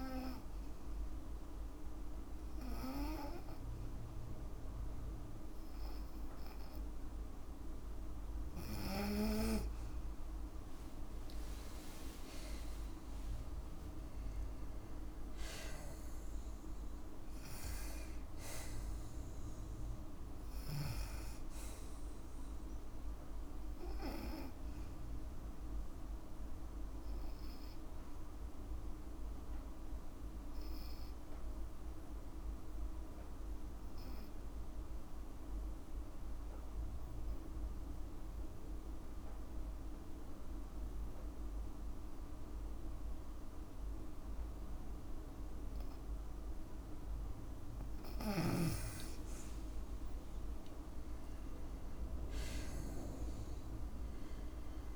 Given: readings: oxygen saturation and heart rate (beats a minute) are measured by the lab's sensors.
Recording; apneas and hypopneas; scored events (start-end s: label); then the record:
breathing in sleep by a room microphone; 1
0.00-6.00 s: oxygen desaturation (device-marked, oxygen 93% lowest, heart rate 53 extreme)
11.00-16.50 s: arousal
26.00-47.00 s: obstructive apnea (oxygen 97% before, 92% lowest, heart rate 59 before, 52 extreme, up 7 after)
38.00-50.00 s: oxygen desaturation (device-marked, oxygen 97% before, 93% lowest, heart rate 56 before, 54 extreme)
51.50-54.96 s: arousal
From the record:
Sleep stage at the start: N2 (light sleep); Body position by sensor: on the back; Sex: female